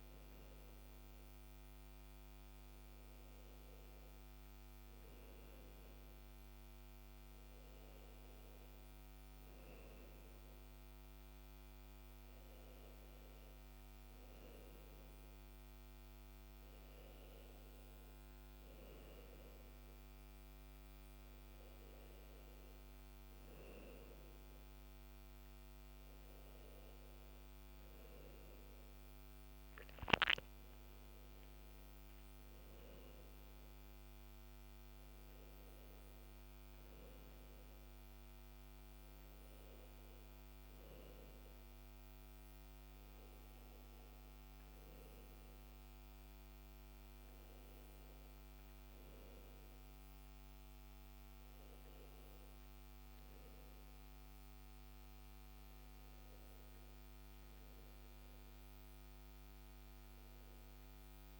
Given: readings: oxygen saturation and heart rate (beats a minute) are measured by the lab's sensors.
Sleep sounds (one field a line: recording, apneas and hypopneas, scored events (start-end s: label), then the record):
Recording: breathing in sleep, hard to hear, by a microphone on the trachea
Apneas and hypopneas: none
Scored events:
none scored
From the record:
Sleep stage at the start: N2 (light sleep)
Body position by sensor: on the back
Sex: male